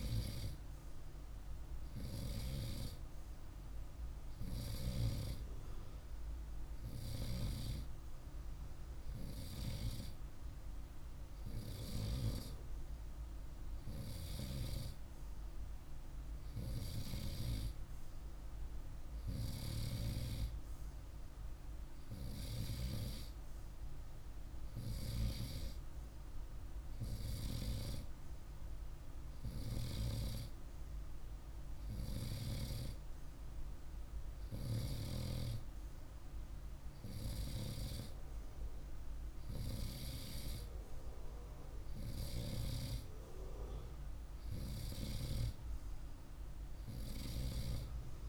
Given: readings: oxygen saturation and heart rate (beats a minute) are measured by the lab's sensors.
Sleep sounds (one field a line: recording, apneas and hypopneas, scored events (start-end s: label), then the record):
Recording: breathing in sleep by a room microphone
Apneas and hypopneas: none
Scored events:
none scored
From the record:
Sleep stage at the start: N2 (light sleep)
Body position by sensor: on the right side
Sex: male